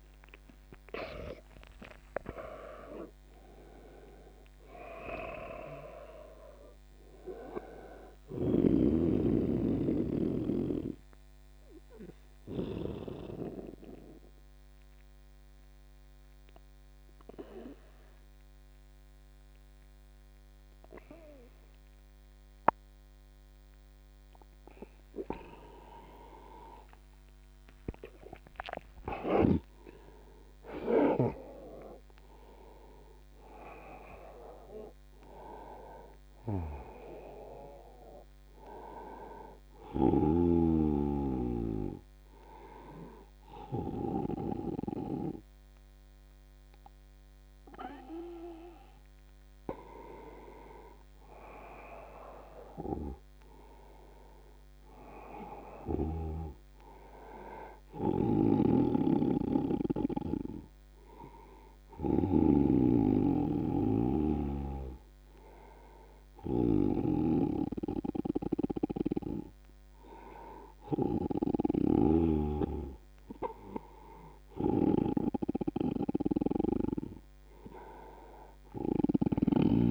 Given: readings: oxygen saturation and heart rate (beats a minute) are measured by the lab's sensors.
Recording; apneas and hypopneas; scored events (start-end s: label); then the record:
breathing in sleep by a microphone on the trachea; 1
10.00-25.00 s: obstructive apnea (oxygen 97% before, 88% lowest, heart rate 83 before, 74 extreme, up 17 after)
26.00-29.50 s: arousal
30.50-50.50 s: oxygen desaturation (device-marked, oxygen 97% before, 88% lowest, heart rate 82 before, 79 extreme)
52.00-56.00 s: arousal
58.50-63.00 s: snoring (device-marked)
From the record:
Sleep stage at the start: N2 (light sleep); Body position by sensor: on the back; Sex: male